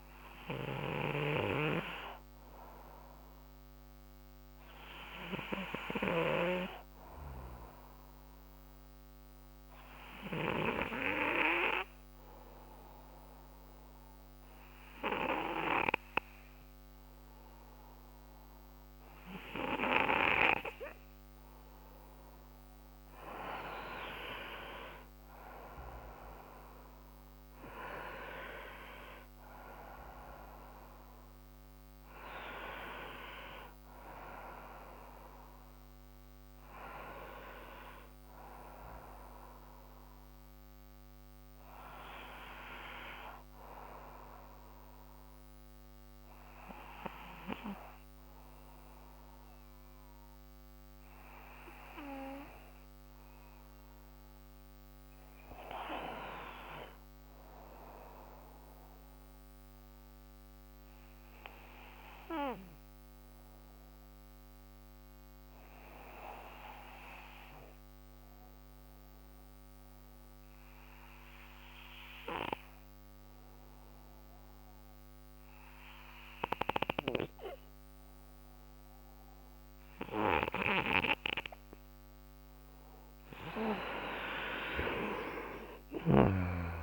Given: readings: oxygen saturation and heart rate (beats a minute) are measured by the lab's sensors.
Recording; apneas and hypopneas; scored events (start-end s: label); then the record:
breathing in sleep by a microphone on the trachea; 2
6.00-21.50 s: hypopnea (oxygen 96% before, 91% lowest, heart rate 63 before, 61 extreme, up 3 after)
25.00-30.00 s: arousal
60.00-78.50 s: obstructive apnea (oxygen 96% before, 90% lowest, heart rate 61 before, 62 extreme, up 3 after)
67.50-86.83 s: oxygen desaturation (device-marked, oxygen 96% before, 90% lowest, heart rate 62 before, 58 extreme)
83.00-86.50 s: arousal
From the record:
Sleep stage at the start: N2 (light sleep); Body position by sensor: on the right side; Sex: male